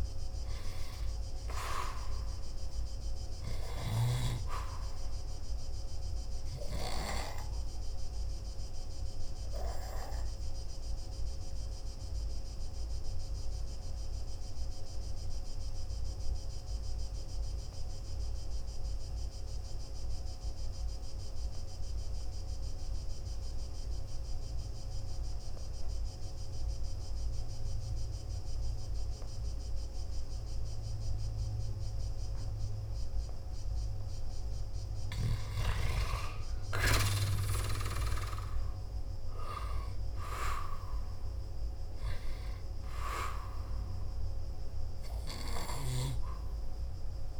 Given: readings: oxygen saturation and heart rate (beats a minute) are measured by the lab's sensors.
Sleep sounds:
breathing in sleep by a room microphone; 1
6.50-34.50 s: obstructive apnea (oxygen 98% before, 90% lowest, heart rate 53 before, 49 extreme, up 5 after)
19.50-35.50 s: oxygen desaturation (device-marked, oxygen 95% before, 90% lowest, heart rate 55 before, 49 extreme)
37.50-42.00 s: arousal
From the record:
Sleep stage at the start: N2 (light sleep); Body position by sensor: on the back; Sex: male

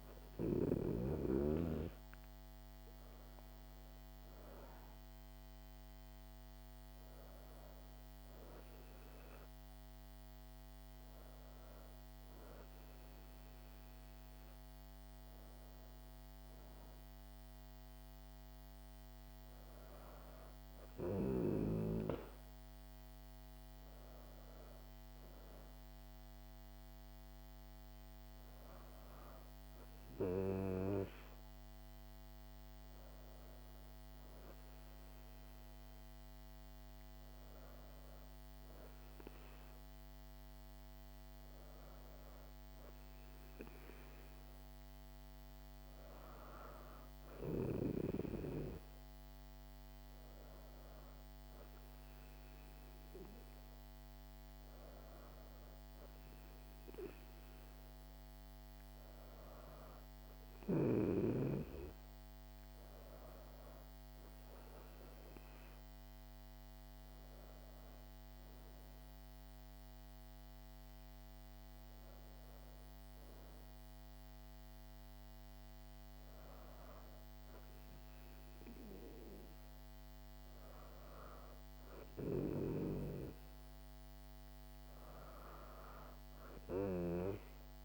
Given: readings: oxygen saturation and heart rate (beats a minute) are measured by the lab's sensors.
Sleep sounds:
breathing in sleep by a microphone on the trachea; none
none scored
From the record:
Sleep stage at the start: N2 (light sleep); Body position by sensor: on the back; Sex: female

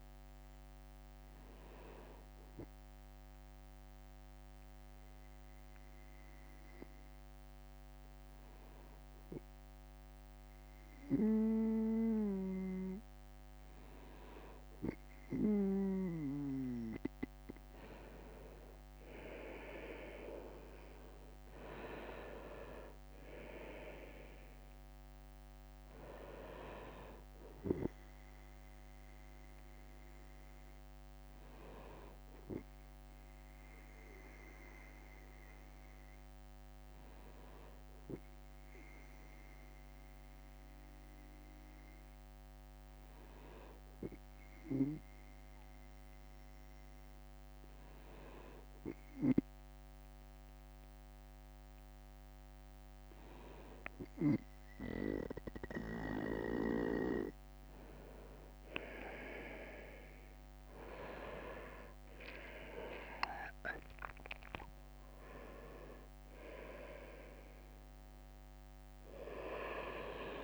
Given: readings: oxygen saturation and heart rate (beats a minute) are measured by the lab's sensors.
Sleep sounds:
breathing in sleep by a microphone on the trachea; 2
0.00-19.50 s: bradycardia (device-marked, heart rate 50 extreme)
0.50-11.50 s: drop in pulse transit time (device-marked, heart rate 56 before, 54 extreme)
1.00-12.50 s: hypopnea (oxygen 98% before, 96% lowest, heart rate 56 before, 51 extreme, up 4 after)
16.50-20.00 s: arousal
20.50-22.50 s: leg movement (device-marked)
24.50-58.50 s: bradycardia (device-marked, heart rate 57 before, 51 extreme)
33.50-51.50 s: hypopnea (oxygen 98% before, 96% lowest, heart rate 57 before, 52 extreme, up 3 after)
42.50-51.50 s: drop in pulse transit time (device-marked, heart rate 55 before, 53 extreme)
58.50-66.50 s: leg movement (device-marked)
60.50-65.50 s: arousal
62.50-70.44 s: drop in pulse transit time (device-marked, heart rate 55 before, 54 extreme)
67.50-70.44 s: bradycardia (device-marked, heart rate 56 before, 50 extreme)
From the record:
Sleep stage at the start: N2 (light sleep); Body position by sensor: on the right side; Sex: male

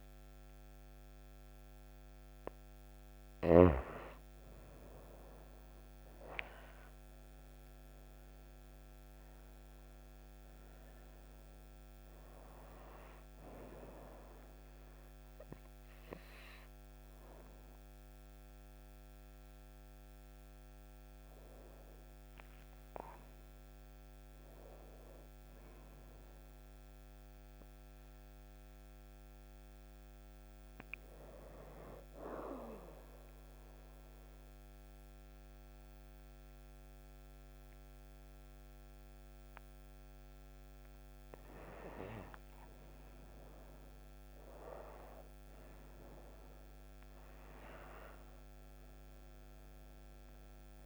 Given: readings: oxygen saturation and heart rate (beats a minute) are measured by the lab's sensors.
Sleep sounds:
breathing in sleep by a microphone on the trachea; 1
23.50-27.50 s: arousal
32.50-42.50 s: obstructive apnea (oxygen 98% before, 94% lowest)
45.00-49.50 s: arousal
From the record:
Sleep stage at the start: N2 (light sleep); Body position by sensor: on the right side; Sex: female

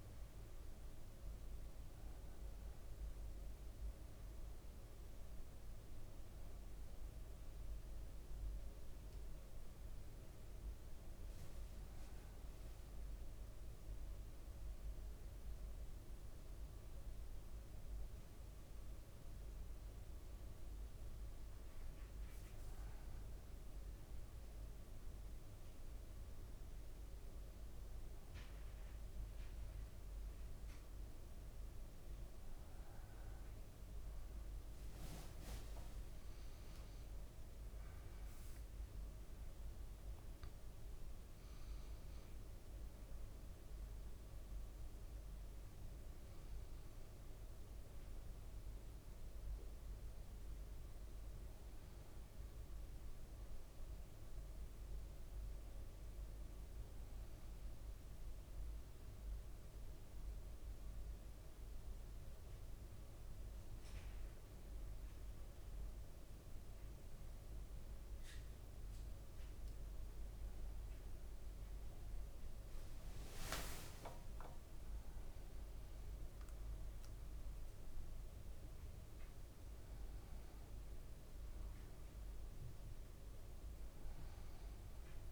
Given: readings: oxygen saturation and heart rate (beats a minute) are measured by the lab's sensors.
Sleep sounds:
breathing in sleep, hard to hear, by a room microphone; 1
10.50-13.00 s: leg movement (device-marked)
18.00-33.00 s: hypopnea (oxygen 99% before, 96% lowest, heart rate 54 before, 55 extreme, up 5 after)
34.00-37.00 s: leg movement (device-marked)
35.50-39.00 s: arousal
71.50-74.00 s: leg movement (device-marked)
From the record:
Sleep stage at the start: N1 (lightest sleep); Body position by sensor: on the back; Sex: male

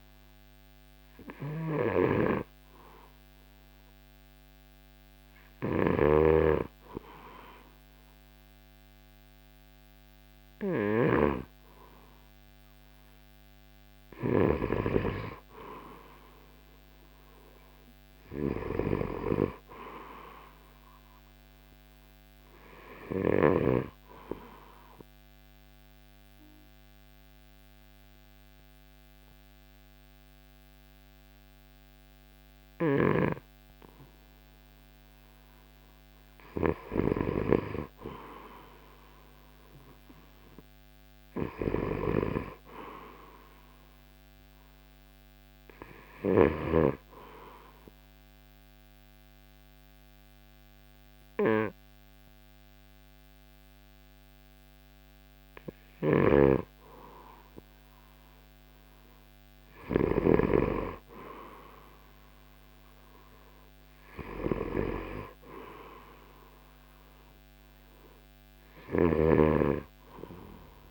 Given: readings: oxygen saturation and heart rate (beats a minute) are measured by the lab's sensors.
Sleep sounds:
breathing in sleep by a microphone on the trachea; 1
0.00-8.50 s: oxygen desaturation (device-marked, oxygen 92% lowest, heart rate 57 extreme)
6.00-11.50 s: snoring (device-marked)
16.50-23.50 s: oxygen desaturation (device-marked, oxygen 95% before, 92% lowest, heart rate 65 before, 57 extreme)
26.00-36.50 s: obstructive apnea (oxygen 95% before, 90% lowest, heart rate 66 before, 58 extreme, up 9 after)
33.00-37.50 s: snoring (device-marked)
37.00-41.00 s: arousal
47.50-59.50 s: oxygen desaturation (device-marked, oxygen 95% before, 90% lowest, heart rate 63 before, 59 extreme)
56.00-60.50 s: snoring (device-marked)
66.50-70.91 s: oxygen desaturation (device-marked, oxygen 95% before, 91% lowest, heart rate 65 before, 59 extreme)
69.00-70.91 s: snoring (device-marked)
From the record:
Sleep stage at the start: N2 (light sleep); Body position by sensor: on the right side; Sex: male

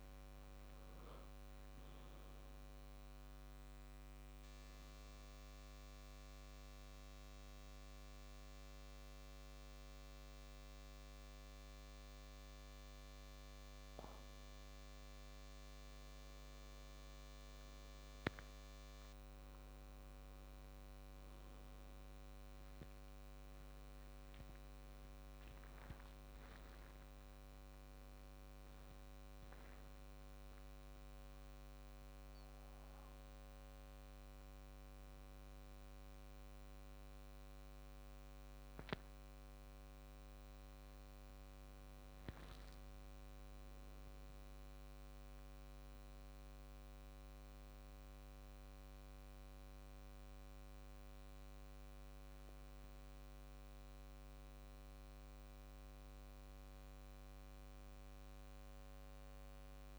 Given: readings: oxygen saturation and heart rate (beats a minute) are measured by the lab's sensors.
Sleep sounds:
a person awake in a sleep study, hard to hear, by a microphone on the trachea; none
31.00-59.99 s: new sleep stage, N1 (lightest sleep)
From the record:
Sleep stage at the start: awake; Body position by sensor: on the back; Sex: male

